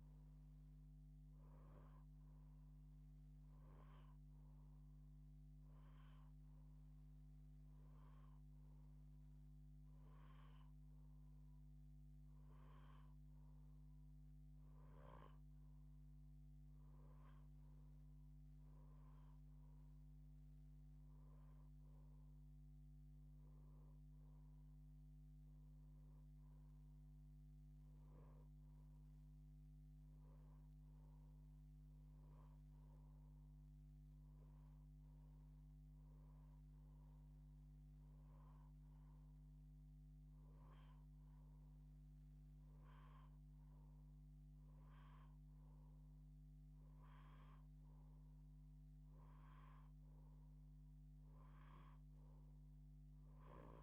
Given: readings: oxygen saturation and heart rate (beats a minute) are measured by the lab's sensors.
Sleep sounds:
breathing in sleep, hard to hear, by a microphone on the trachea; 1
4.50-14.50 s: hypopnea (oxygen 92% before, 87% lowest)
6.00-53.83 s: new sleep stage, N2 (light sleep)
17.50-20.00 s: arousal
From the record:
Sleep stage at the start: N1 (lightest sleep); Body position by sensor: on the left side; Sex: female

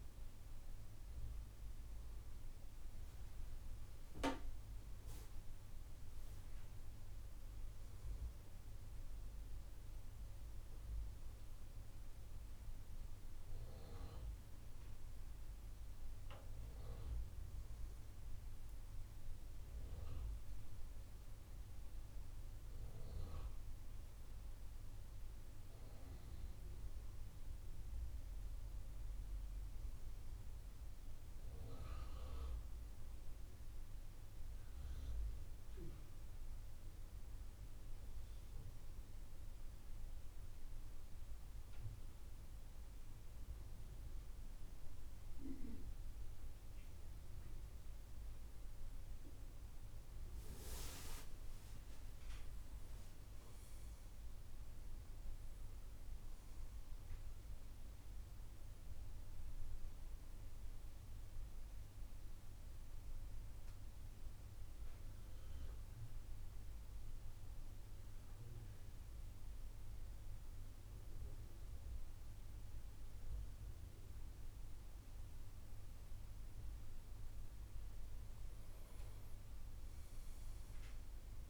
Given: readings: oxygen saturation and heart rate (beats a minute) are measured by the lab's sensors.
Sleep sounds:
breathing in sleep by a room microphone; 1
60.50-76.50 s: mixed apnea (oxygen 96% before, 91% lowest, heart rate 72 before, 67 extreme, up 3 after)
61.00-81.50 s: new sleep stage, N2 (light sleep)
77.00-81.50 s: oxygen desaturation (device-marked, oxygen 96% before, 91% lowest, heart rate 70 before, 68 extreme)
78.00-81.50 s: arousal
From the record:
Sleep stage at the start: N1 (lightest sleep); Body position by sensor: on the back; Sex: male

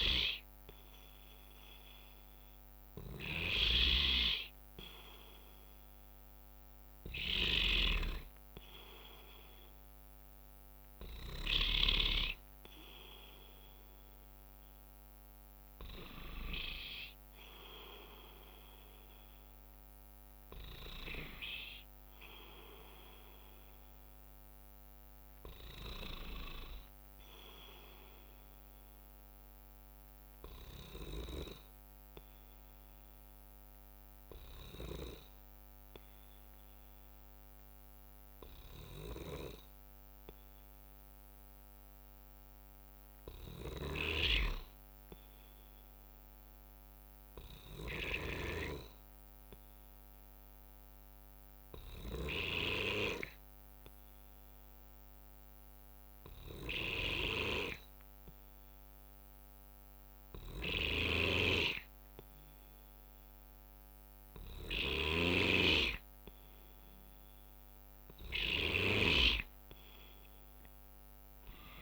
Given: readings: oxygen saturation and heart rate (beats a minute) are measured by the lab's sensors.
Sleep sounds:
breathing in sleep by a microphone on the trachea; 1
27.00-30.50 s: arousal
31.00-33.00 s: bradycardia (device-marked, heart rate 64 before, 61 extreme)
33.00-66.00 s: hypopnea (oxygen 96% before, 93% lowest, heart rate 64 before, 60 extreme, up 3 after)
44.00-49.00 s: snoring (device-marked)
53.00-71.82 s: oxygen desaturation (device-marked, oxygen 97% before, 93% lowest, heart rate 61 before, 60 extreme)
57.00-69.50 s: snoring (device-marked)
From the record:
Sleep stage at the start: N2 (light sleep); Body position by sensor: on the right side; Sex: male

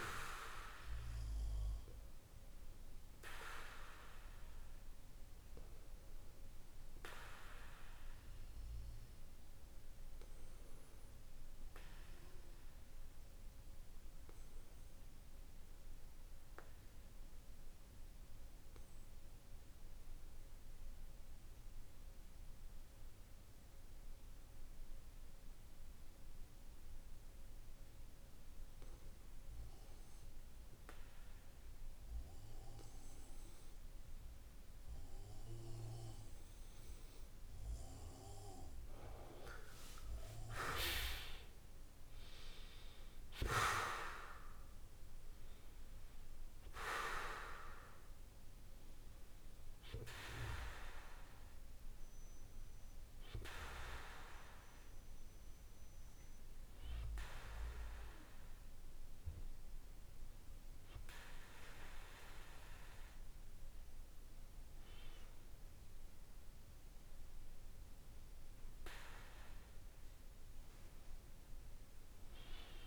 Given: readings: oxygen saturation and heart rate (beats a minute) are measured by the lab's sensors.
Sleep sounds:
breathing in sleep by a room microphone; 1
8.00-37.50 s: obstructive apnea (oxygen 94% before, 91% lowest, heart rate 54 before, 48 extreme, up 15 after)
33.00-67.00 s: oxygen desaturation (device-marked, oxygen 96% before, 91% lowest, heart rate 49 before, 48 extreme)
39.00-43.50 s: arousal
From the record:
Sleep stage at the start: REM sleep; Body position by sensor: on the back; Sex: male

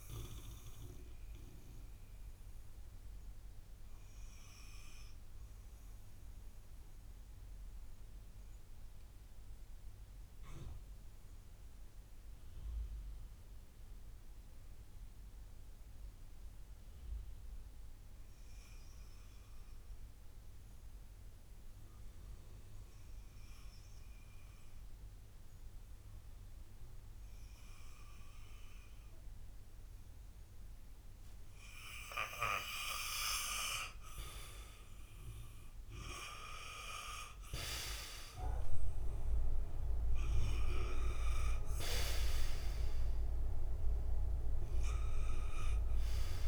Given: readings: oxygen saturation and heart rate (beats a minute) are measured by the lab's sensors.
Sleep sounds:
breathing in sleep by a room microphone; 1
0.00-20.00 s: oxygen desaturation (device-marked, oxygen 85% lowest, heart rate 56 extreme)
0.50-32.50 s: obstructive apnea (oxygen 98% before, 85% lowest, heart rate 60 before, 56 extreme, up 12 after)
33.50-38.50 s: arousal
34.00-46.48 s: oxygen desaturation (device-marked, oxygen 97% before, 85% lowest, heart rate 59 before, 55 extreme)
From the record:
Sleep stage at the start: N2 (light sleep); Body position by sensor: on the back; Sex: male

